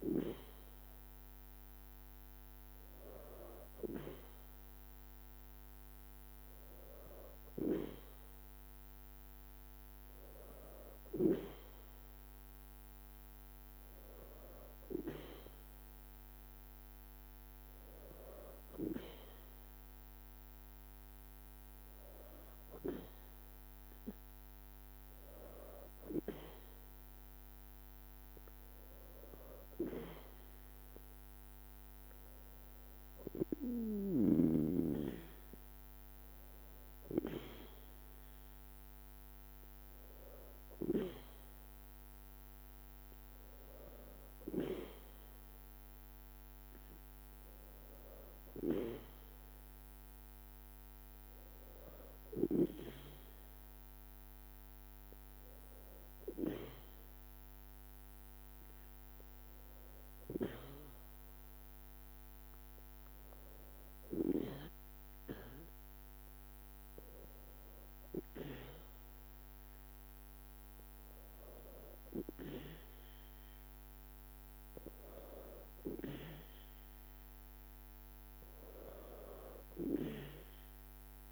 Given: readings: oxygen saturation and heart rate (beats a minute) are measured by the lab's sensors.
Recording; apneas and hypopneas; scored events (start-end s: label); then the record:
breathing in sleep by a microphone on the trachea; none
none scored
From the record:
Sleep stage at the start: N2 (light sleep); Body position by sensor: on the back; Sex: female